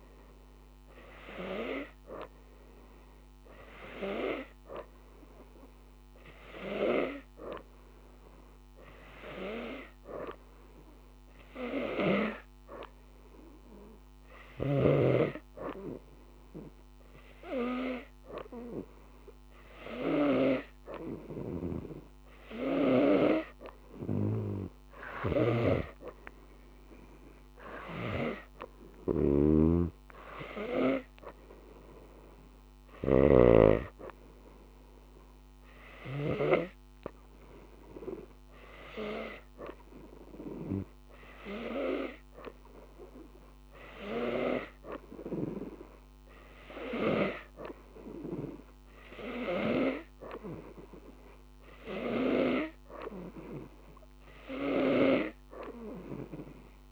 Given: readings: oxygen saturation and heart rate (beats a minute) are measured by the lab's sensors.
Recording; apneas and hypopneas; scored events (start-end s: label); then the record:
breathing in sleep by a microphone on the trachea; none
25.50-33.50 s: snoring (device-marked)
From the record:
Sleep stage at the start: N2 (light sleep); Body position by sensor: on the right side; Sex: female